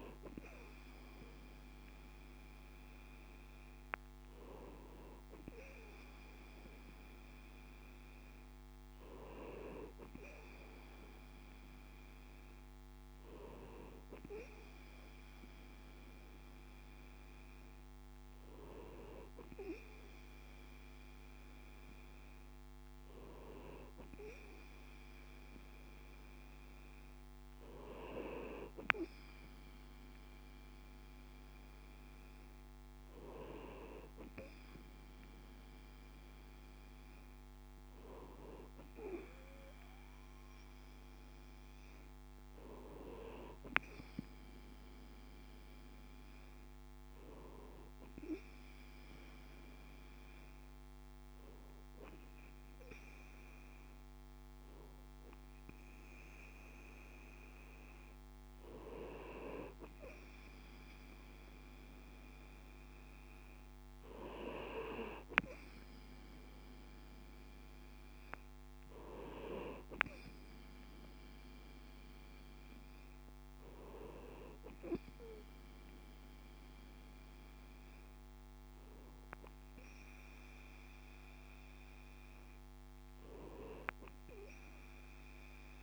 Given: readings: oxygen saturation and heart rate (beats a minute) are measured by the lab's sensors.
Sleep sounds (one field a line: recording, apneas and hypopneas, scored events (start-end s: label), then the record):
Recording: breathing in sleep by a microphone on the trachea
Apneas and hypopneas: none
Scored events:
none scored
From the record:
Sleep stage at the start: N2 (light sleep)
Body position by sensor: on the right side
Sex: male